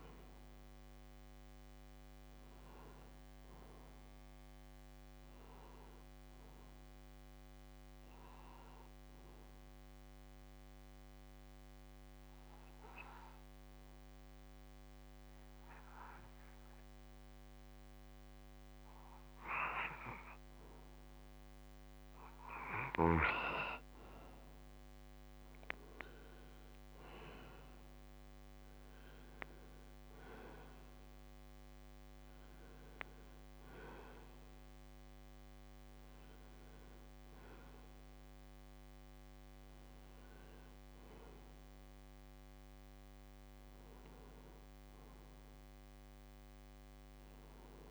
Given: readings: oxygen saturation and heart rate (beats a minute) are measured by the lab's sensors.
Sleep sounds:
breathing in sleep by a microphone on the trachea; 1
0.00-15.00 s: oxygen desaturation (device-marked, oxygen 91% lowest, heart rate 66 extreme)
9.00-21.00 s: obstructive apnea (oxygen 95% before, 90% lowest, heart rate 66 before, 65 extreme, up 2 after)
24.00-28.50 s: arousal
28.00-47.91 s: oxygen desaturation (device-marked, oxygen 95% before, 90% lowest, heart rate 70 before, 65 extreme)
From the record:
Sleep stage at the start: N2 (light sleep); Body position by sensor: on the back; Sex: male

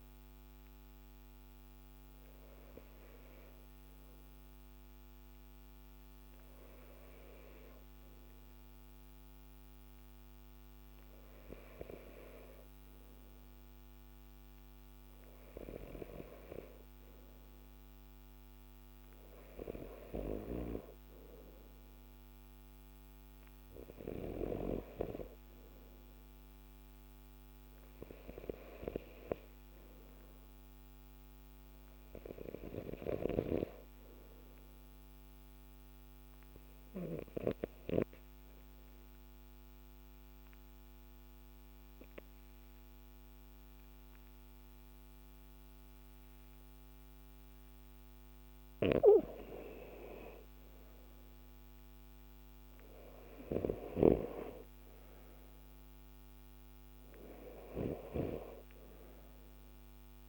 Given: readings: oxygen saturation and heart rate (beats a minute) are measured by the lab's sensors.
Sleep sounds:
breathing in sleep by a microphone on the trachea; 1
0.00-8.00 s: oxygen desaturation (device-marked, oxygen 93% lowest, heart rate 51 extreme)
37.50-48.50 s: obstructive apnea (oxygen 95% before, 93% lowest, heart rate 53 before, 49 extreme, up 6 after)
50.50-54.00 s: arousal
From the record:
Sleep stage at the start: N2 (light sleep); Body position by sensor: on the left side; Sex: male

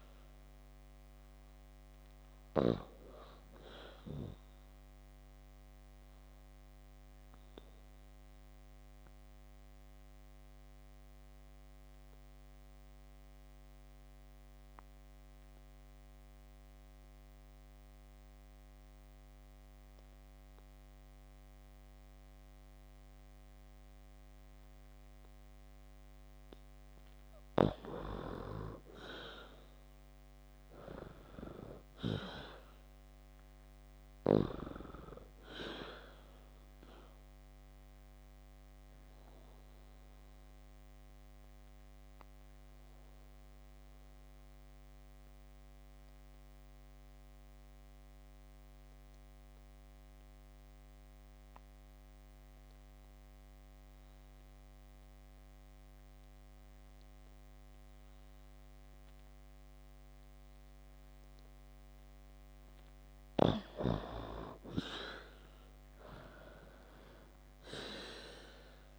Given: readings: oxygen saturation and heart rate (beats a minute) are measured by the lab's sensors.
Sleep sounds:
breathing in sleep by a microphone on the trachea; 2
6.00-26.00 s: obstructive apnea (oxygen 95% before, 85% lowest, heart rate 57 before, 53 extreme, up 5 after)
23.50-40.50 s: oxygen desaturation (device-marked, oxygen 95% before, 85% lowest, heart rate 57 before, 53 extreme)
28.50-32.50 s: arousal
37.50-61.50 s: obstructive apnea (oxygen 95% before, 87% lowest, heart rate 55 before, 53 extreme, up 34 after)
61.50-68.99 s: oxygen desaturation (device-marked, oxygen 96% before, 87% lowest, heart rate 56 before, 53 extreme)
64.50-68.99 s: arousal
From the record:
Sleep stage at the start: N2 (light sleep); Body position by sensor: on the back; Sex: female

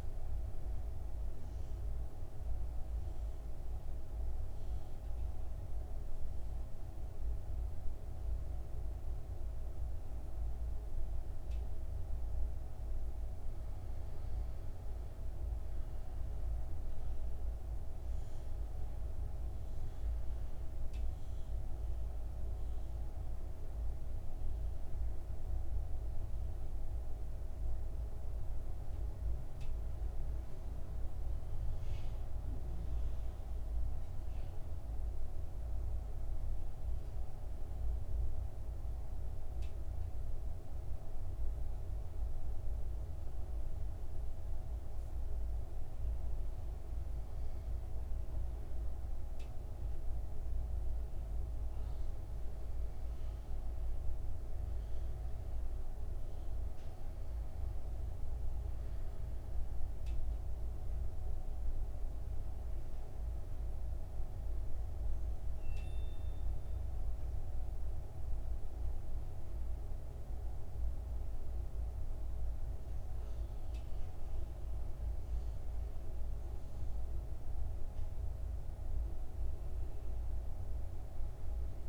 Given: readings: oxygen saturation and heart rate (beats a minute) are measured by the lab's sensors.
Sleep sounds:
breathing in sleep, hard to hear, by a room microphone; 2
2.50-13.00 s: mixed apnea (oxygen 97% before, 92% lowest, heart rate 64 before, 57 extreme, up 14 after)
14.50-19.00 s: arousal
20.00-36.00 s: oxygen desaturation (device-marked, oxygen 96% before, 92% lowest, heart rate 60 before, 58 extreme)
37.50-51.00 s: mixed apnea (oxygen 97% before, 93% lowest, heart rate 70 before, 58 extreme, up 1 after)
52.50-56.50 s: arousal
57.00-74.00 s: oxygen desaturation (device-marked, oxygen 97% before, 93% lowest, heart rate 59 before, 57 extreme)
From the record:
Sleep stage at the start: N2 (light sleep); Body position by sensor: on the back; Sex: male

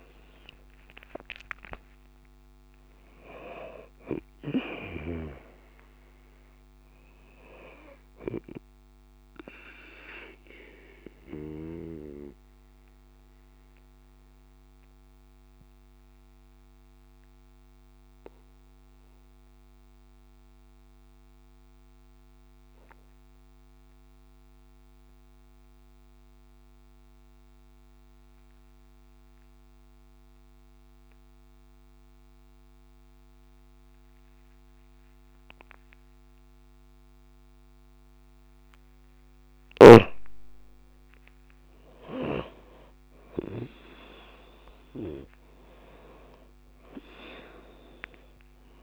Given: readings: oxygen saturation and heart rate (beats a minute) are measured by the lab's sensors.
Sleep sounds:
breathing in sleep by a microphone on the trachea; 1
0.00-27.50 s: oxygen desaturation (device-marked, oxygen 90% lowest)
10.50-39.00 s: mixed apnea (oxygen 96% before, 90% lowest)
41.50-48.83 s: oxygen desaturation (device-marked, oxygen 96% before, 90% lowest)
42.50-48.00 s: arousal
From the record:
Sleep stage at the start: N2 (light sleep); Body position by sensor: on the back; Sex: female

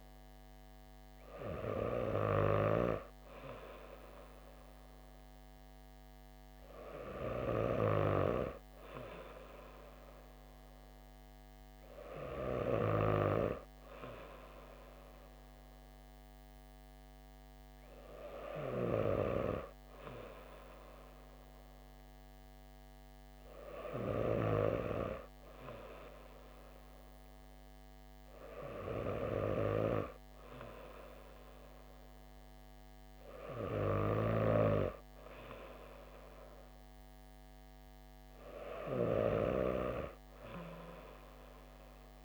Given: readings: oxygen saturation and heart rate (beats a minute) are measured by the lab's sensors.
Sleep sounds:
breathing in sleep by a microphone on the trachea; none
none scored
From the record:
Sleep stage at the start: N2 (light sleep); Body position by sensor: on the back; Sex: female

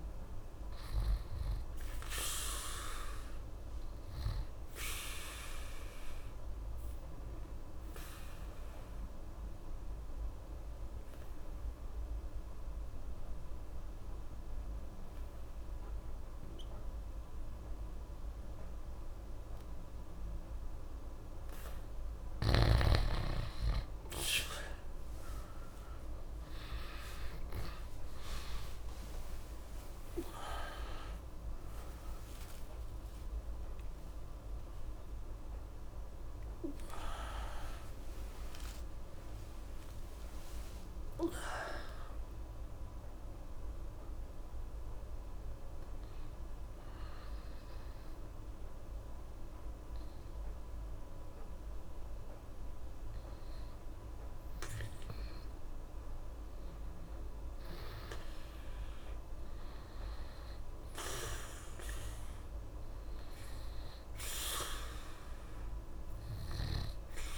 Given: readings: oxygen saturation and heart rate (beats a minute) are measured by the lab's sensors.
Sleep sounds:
breathing in sleep by a room microphone; 1
0.00-13.50 s: oxygen desaturation (device-marked, oxygen 87% lowest)
6.50-21.50 s: obstructive apnea (oxygen 97% before, 87% lowest)
26.50-50.50 s: oxygen desaturation (device-marked, oxygen 96% before, 87% lowest)
27.50-33.00 s: arousal
64.50-67.38 s: oxygen desaturation (device-marked, oxygen 96% before, 93% lowest, heart rate 33 before, 67 extreme)
From the record:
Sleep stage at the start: N2 (light sleep); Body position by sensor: on the back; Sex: male

